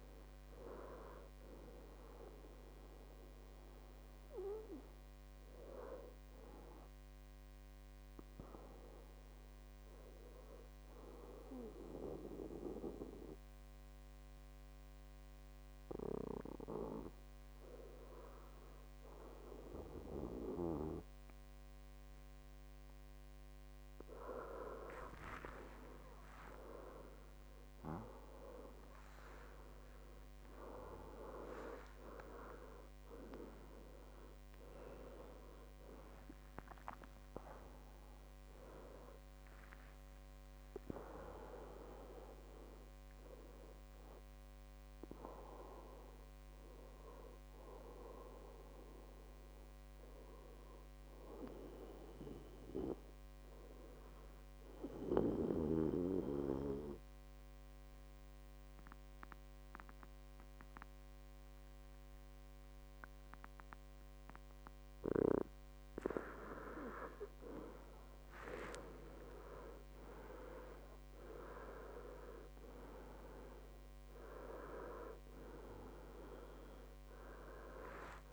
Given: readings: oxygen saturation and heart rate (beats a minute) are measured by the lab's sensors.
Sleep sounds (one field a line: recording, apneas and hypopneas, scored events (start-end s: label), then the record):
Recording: breathing in sleep by a microphone on the trachea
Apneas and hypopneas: 2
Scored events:
0.00-11.50 s: oxygen desaturation (device-marked, oxygen 91% lowest, heart rate 61 extreme)
5.00-24.00 s: hypopnea (oxygen 97% before, 91% lowest, heart rate 75 before, 61 extreme, up 12 after)
25.50-30.00 s: arousal
54.00-66.00 s: obstructive apnea (oxygen 98% before, 92% lowest, heart rate 77 before, 58 extreme, up 17 after)
65.50-78.33 s: oxygen desaturation (device-marked, oxygen 98% before, 93% lowest, heart rate 68 before, 58 extreme)
68.00-72.00 s: arousal
From the record:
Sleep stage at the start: N1 (lightest sleep)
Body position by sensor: on the back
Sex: male